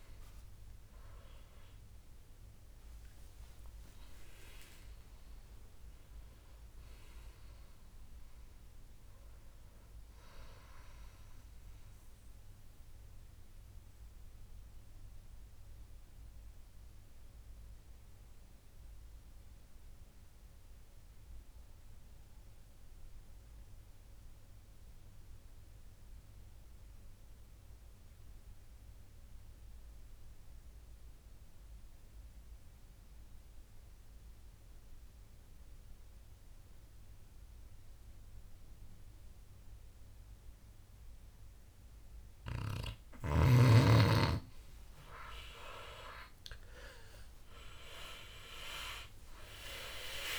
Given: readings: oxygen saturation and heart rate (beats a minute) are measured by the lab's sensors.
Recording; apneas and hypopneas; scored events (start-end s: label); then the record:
breathing in sleep by a room microphone; 1
0.00-18.50 s: oxygen desaturation (device-marked, oxygen 91% lowest, heart rate 62 extreme)
11.50-43.00 s: obstructive apnea (oxygen 96% before, 89% lowest, heart rate 76 before, 61 extreme, up 18 after)
38.50-50.39 s: oxygen desaturation (device-marked, oxygen 98% before, 89% lowest, heart rate 63 before, 60 extreme)
48.50-50.39 s: arousal
From the record:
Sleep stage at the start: N2 (light sleep); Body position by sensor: on the back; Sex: male